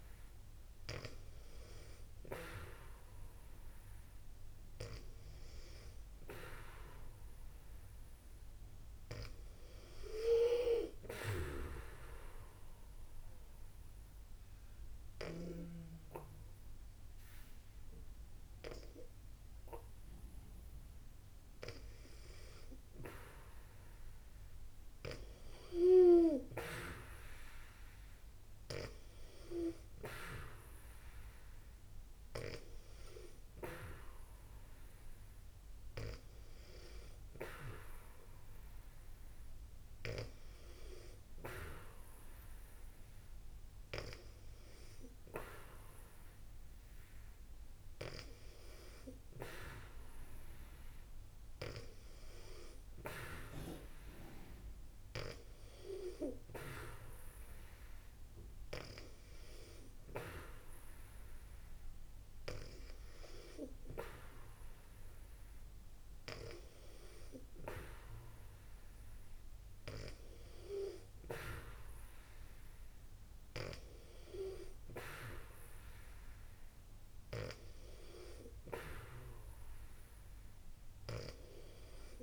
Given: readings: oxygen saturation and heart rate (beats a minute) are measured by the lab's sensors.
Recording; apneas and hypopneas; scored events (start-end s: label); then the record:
breathing in sleep by a room microphone; 1
0.00-3.50 s: arousal
10.50-22.00 s: obstructive apnea (oxygen 95% before, 91% lowest, heart rate 63 before, 61 extreme, up 11 after)
24.00-28.50 s: arousal
33.00-46.00 s: oxygen desaturation (device-marked, oxygen 96% before, 91% lowest, heart rate 67 before, 63 extreme)
58.50-62.50 s: snoring (device-marked)
From the record:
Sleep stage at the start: N2 (light sleep); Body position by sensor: on the back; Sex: female